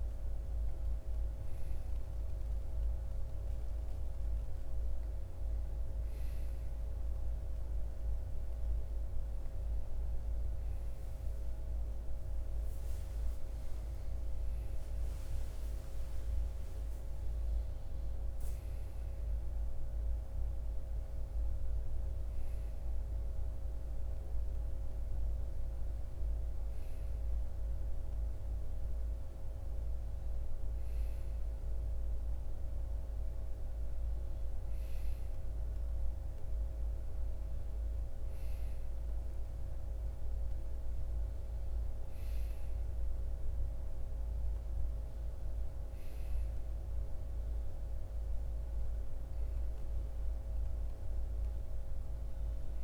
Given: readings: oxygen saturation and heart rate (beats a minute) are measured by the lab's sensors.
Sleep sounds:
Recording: breathing in sleep, hard to hear, by a room microphone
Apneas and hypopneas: none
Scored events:
5.00-36.00 s: oxygen desaturation (device-marked, oxygen 98% before, 92% lowest, heart rate 40 before, 56 extreme)
From the record:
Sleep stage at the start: N2 (light sleep)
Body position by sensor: on the right side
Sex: male

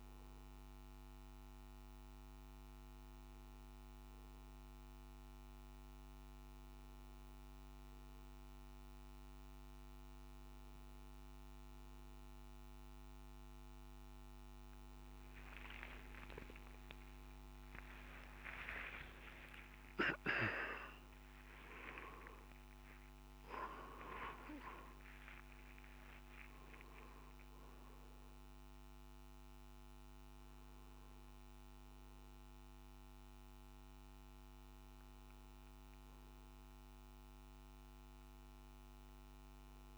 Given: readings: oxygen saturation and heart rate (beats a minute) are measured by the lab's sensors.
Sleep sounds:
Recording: breathing in sleep by a microphone on the trachea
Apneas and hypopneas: none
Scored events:
0.00-6.50 s: oxygen desaturation (device-marked, oxygen 89% lowest, heart rate 63 extreme)
From the record:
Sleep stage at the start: N1 (lightest sleep)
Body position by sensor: on the back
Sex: male

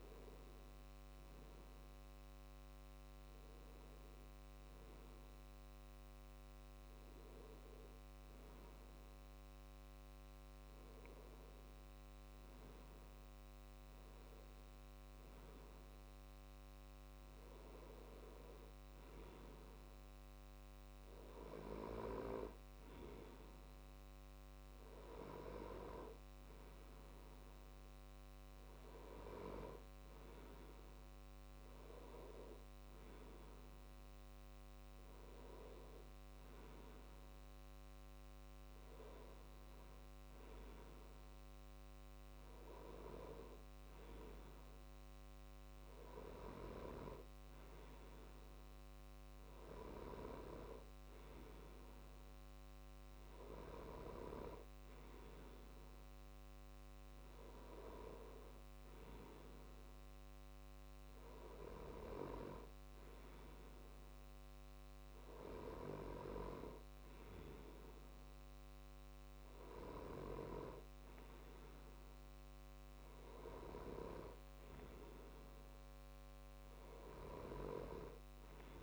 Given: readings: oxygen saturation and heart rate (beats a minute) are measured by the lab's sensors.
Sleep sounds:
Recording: breathing in sleep by a microphone on the trachea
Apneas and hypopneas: none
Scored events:
none scored
From the record:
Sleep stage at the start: N2 (light sleep)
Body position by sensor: on the left side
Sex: male

